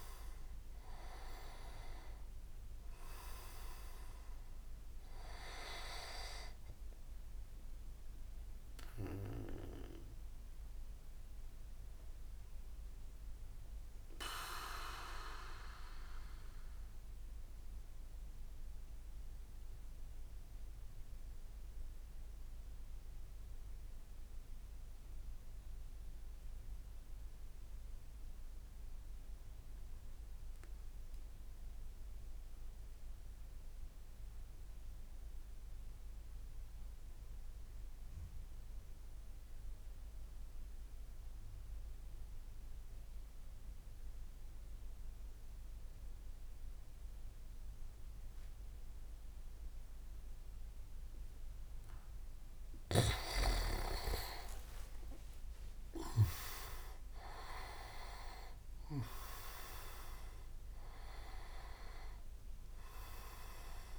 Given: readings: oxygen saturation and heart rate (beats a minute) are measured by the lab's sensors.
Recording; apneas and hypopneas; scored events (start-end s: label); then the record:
breathing in sleep by a room microphone; 1
0.00-7.00 s: oxygen desaturation (device-marked, oxygen 95% lowest)
10.00-53.00 s: obstructive apnea (oxygen 99% before, 93% lowest)
46.00-63.99 s: oxygen desaturation (device-marked, oxygen 98% before, 93% lowest)
53.00-57.50 s: leg movement (device-marked)
56.00-61.00 s: arousal
From the record:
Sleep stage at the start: N2 (light sleep); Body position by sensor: on the back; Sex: male